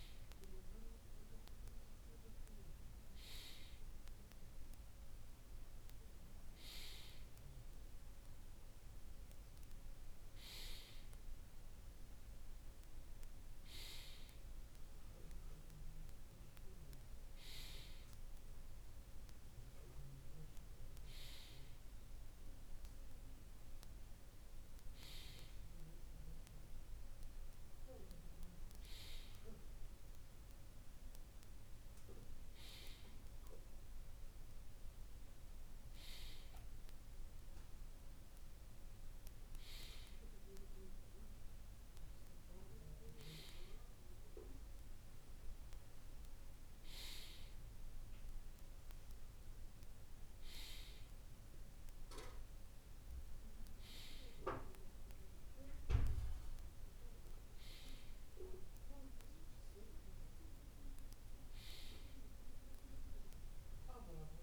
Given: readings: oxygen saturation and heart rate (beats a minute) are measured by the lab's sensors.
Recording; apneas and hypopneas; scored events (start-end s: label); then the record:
breathing in sleep by a room microphone; none
none scored
From the record:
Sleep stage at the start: N2 (light sleep); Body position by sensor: on the right side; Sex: male